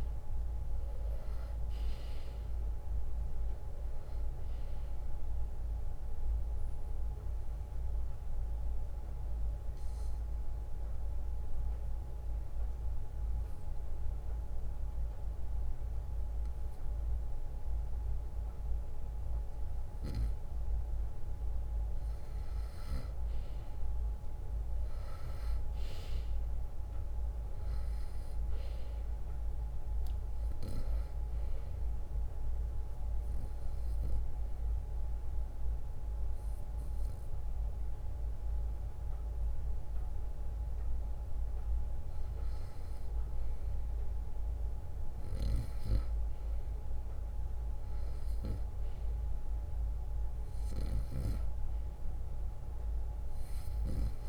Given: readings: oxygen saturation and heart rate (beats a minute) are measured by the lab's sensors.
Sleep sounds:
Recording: breathing in sleep, hard to hear, by a room microphone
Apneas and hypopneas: 2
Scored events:
0.00-7.50 s: drop in pulse transit time (device-marked, heart rate 63 extreme)
8.00-20.50 s: obstructive apnea (oxygen 94% before, 89% lowest, heart rate 66 before, 56 extreme, up 3 after)
12.50-22.50 s: oxygen desaturation (device-marked, oxygen 93% before, 89% lowest, heart rate 66 before, 56 extreme)
23.50-29.00 s: arousal
33.00-35.00 s: long interval between heartbeats (device-marked, heart rate 62 before, 72 extreme)
34.00-44.00 s: obstructive apnea (oxygen 96% before, 90% lowest, heart rate 62 before, 56 extreme, up 8 after)
35.50-38.50 s: bradycardia (device-marked, heart rate 71 before, 67 extreme)
35.50-51.50 s: oxygen desaturation (device-marked, oxygen 96% before, 90% lowest, heart rate 64 before, 61 extreme)
45.00-50.50 s: arousal
From the record:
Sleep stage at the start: N2 (light sleep)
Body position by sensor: on the right side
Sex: male

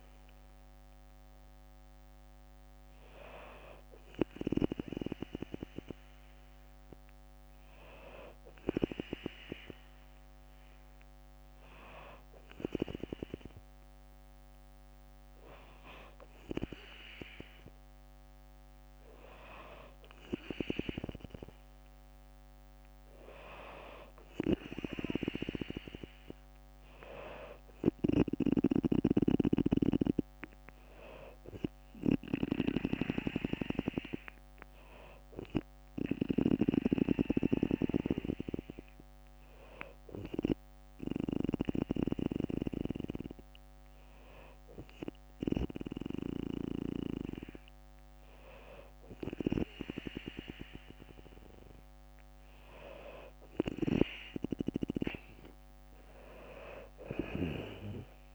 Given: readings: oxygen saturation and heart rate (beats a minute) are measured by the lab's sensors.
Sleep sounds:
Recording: breathing in sleep by a microphone on the trachea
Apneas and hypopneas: 1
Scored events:
24.50-38.50 s: drop in pulse transit time (device-marked, heart rate 61 before, 60 extreme)
36.50-41.00 s: snoring (device-marked)
39.50-49.50 s: hypopnea (oxygen 97% before, 92% lowest, heart rate 62 before, 60 extreme, up 3 after)
56.50-58.34 s: arousal
From the record:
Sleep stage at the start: N2 (light sleep)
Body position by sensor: on the back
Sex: female

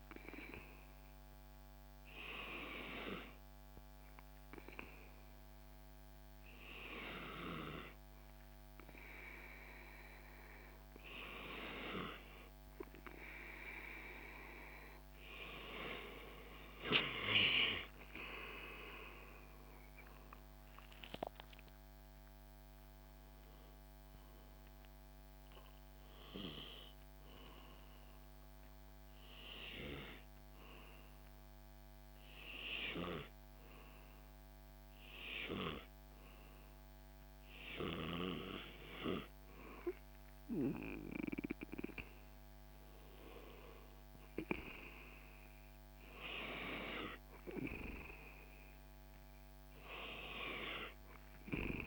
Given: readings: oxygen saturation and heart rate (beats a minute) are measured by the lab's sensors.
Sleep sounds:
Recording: breathing in sleep by a microphone on the trachea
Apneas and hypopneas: 1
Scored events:
18.50-22.00 s: arousal
25.50-37.00 s: hypopnea (oxygen 96% before, 94% lowest, heart rate 78 before, 70 extreme, up 4 after)
42.50-45.50 s: arousal
From the record:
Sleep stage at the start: N2 (light sleep)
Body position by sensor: on the back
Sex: male

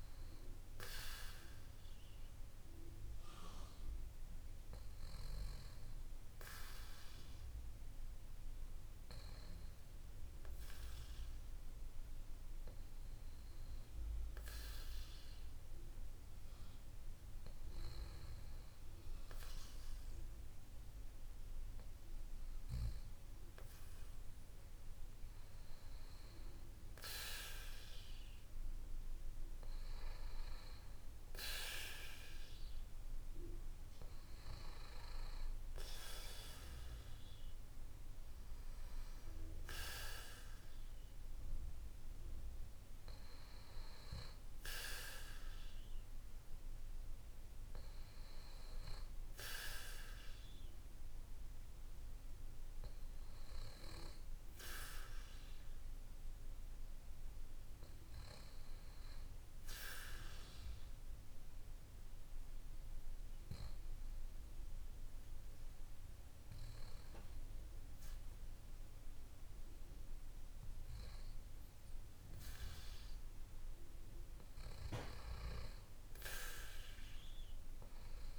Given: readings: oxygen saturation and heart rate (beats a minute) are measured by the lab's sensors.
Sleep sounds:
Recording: a person partly awake in a sleep study, by a room microphone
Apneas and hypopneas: 1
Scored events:
35.50-65.50 s: new sleep stage, N1 (lightest sleep)
59.00-71.50 s: hypopnea (oxygen 95% before, 92% lowest, heart rate 54 before, 54 extreme, up 3 after)
65.50-78.39 s: new sleep stage, N2 (light sleep)
74.50-78.39 s: arousal
From the record:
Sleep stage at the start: awake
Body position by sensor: on the back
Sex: male

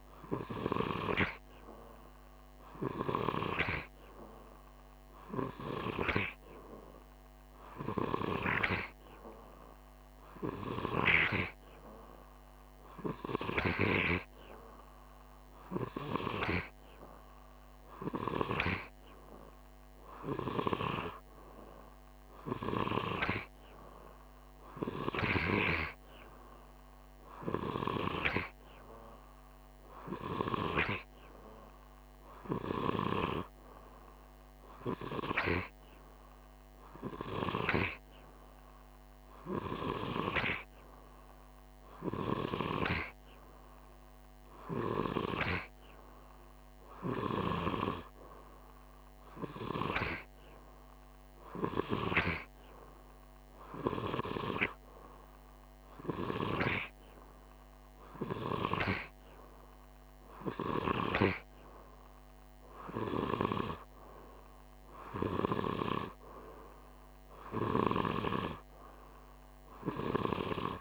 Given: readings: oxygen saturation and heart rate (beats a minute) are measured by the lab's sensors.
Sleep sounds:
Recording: breathing in sleep by a microphone on the trachea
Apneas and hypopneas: none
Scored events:
none scored
From the record:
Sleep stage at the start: N2 (light sleep)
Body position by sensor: on the right side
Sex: male

